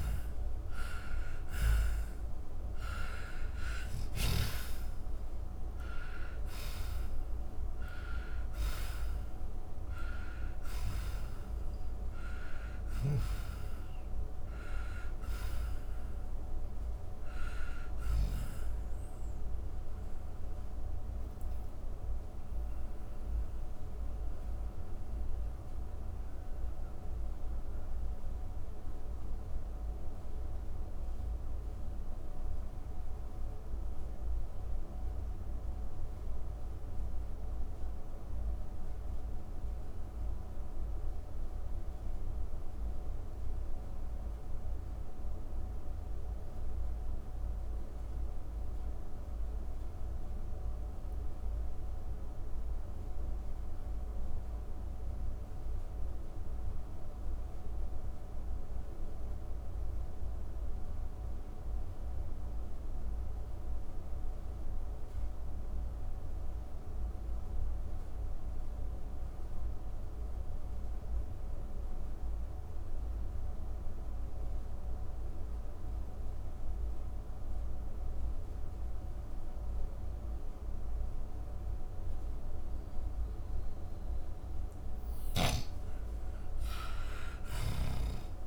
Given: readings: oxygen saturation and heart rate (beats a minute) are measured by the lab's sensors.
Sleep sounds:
breathing in sleep, hard to hear, by a room microphone; 1
0.00-2.50 s: arousal
0.00-3.50 s: snoring (device-marked)
0.00-17.00 s: oxygen desaturation (device-marked, oxygen 89% lowest)
20.00-83.00 s: mixed apnea (oxygen 95% before, 81% lowest)
24.00-61.00 s: oxygen desaturation (device-marked, oxygen 92% before, 82% lowest)
82.00-88.46 s: oxygen desaturation (device-marked, oxygen 98% before, 81% lowest)
85.50-88.46 s: arousal
87.00-88.46 s: snoring (device-marked)
From the record:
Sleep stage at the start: N2 (light sleep); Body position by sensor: on the back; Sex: male

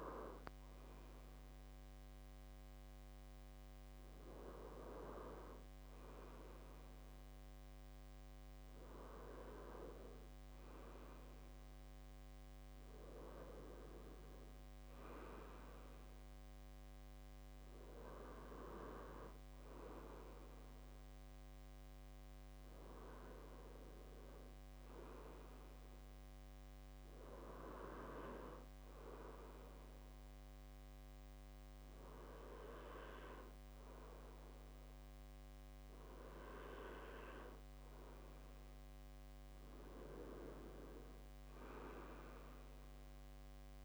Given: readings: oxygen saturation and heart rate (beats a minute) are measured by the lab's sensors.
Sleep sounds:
breathing in sleep by a microphone on the trachea; none
none scored
From the record:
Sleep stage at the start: N2 (light sleep); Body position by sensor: on the left side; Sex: male

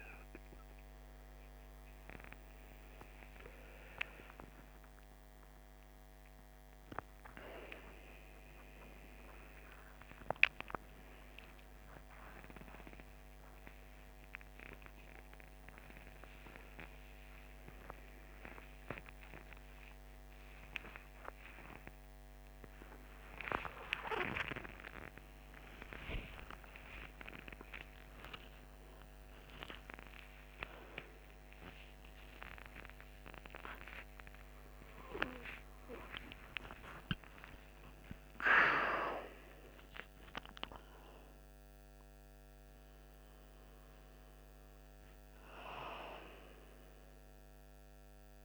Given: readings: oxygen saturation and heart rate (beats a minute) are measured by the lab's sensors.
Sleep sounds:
a person awake in a sleep study, by a microphone on the trachea; none
none scored
From the record:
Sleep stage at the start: awake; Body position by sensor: on the right side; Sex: male

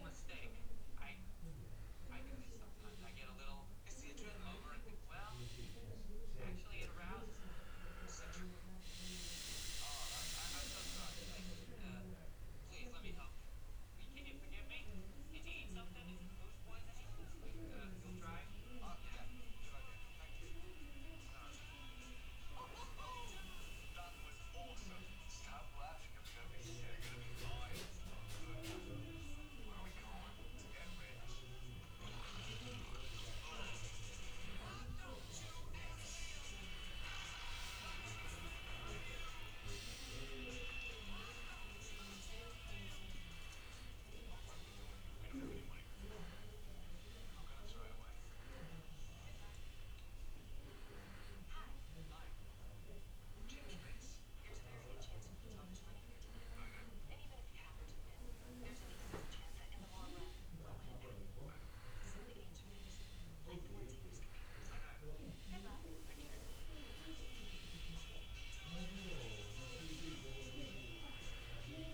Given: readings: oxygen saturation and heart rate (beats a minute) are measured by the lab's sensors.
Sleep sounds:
breathing in sleep by a room microphone; 1
6.00-9.50 s: arousal
10.50-32.50 s: oxygen desaturation (device-marked, oxygen 96% before, 92% lowest, heart rate 85 before, 82 extreme)
16.50-29.00 s: hypopnea (oxygen 96% before, 92% lowest, heart rate 84 before, 82 extreme, up 5 after)
36.00-39.50 s: arousal
38.50-57.50 s: oxygen desaturation (device-marked, oxygen 97% before, 94% lowest, heart rate 85 before, 85 extreme)
From the record:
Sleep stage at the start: N2 (light sleep); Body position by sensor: on the back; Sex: male

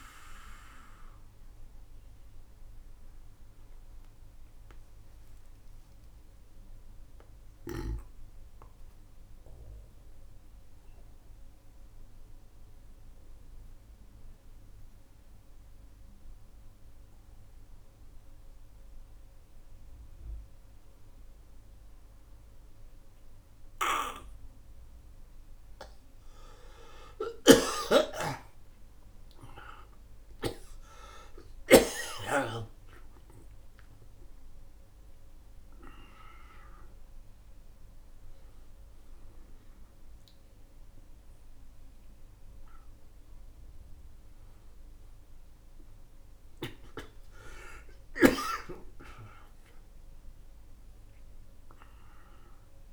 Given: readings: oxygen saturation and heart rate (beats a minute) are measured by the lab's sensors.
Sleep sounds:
breathing in sleep by a room microphone; 1
0.00-9.00 s: oxygen desaturation (device-marked, oxygen 95% lowest, heart rate 48 extreme)
2.00-27.00 s: obstructive apnea (oxygen 100% before, 91% lowest, heart rate 56 before, 48 extreme, up 16 after)
34.00-52.93 s: oxygen desaturation (device-marked, oxygen 97% before, 91% lowest, heart rate 59 before, 61 extreme)
42.00-52.93 s: new sleep stage, awake
From the record:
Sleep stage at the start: N2 (light sleep); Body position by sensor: on the back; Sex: male

